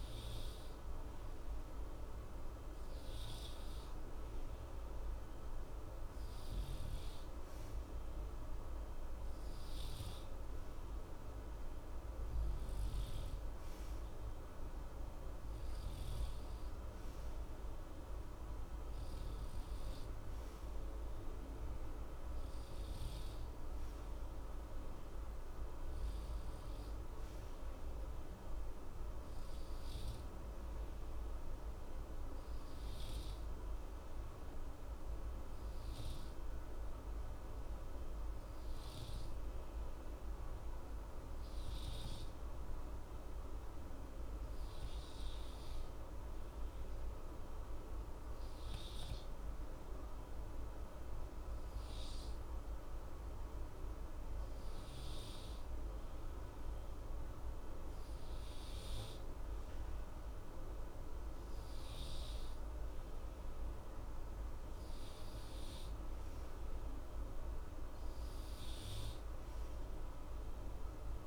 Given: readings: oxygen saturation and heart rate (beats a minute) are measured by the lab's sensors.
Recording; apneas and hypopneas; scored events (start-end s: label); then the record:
breathing in sleep, hard to hear, by a room microphone; 1
0.00-1.50 s: arousal
34.50-56.00 s: hypopnea (oxygen 94% before, 92% lowest, heart rate 60 before, 60 extreme, up 1 after)
58.50-62.50 s: arousal
From the record:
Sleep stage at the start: N2 (light sleep); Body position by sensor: on the right side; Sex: male